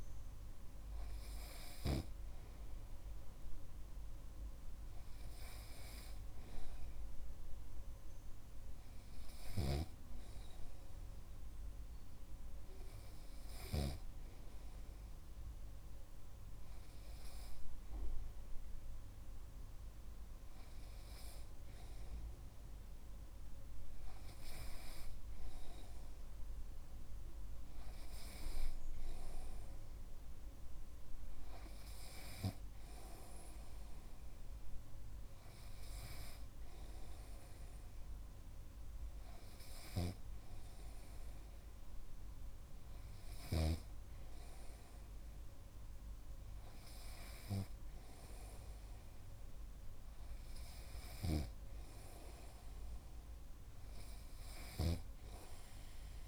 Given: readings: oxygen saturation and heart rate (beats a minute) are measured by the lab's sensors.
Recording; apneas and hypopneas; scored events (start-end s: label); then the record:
breathing in sleep by a room microphone; none
10.00-14.50 s: snoring (device-marked)
51.50-55.50 s: snoring (device-marked)
From the record:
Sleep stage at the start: N2 (light sleep); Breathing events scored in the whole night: 132 in 5.1 hours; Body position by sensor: on the right side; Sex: male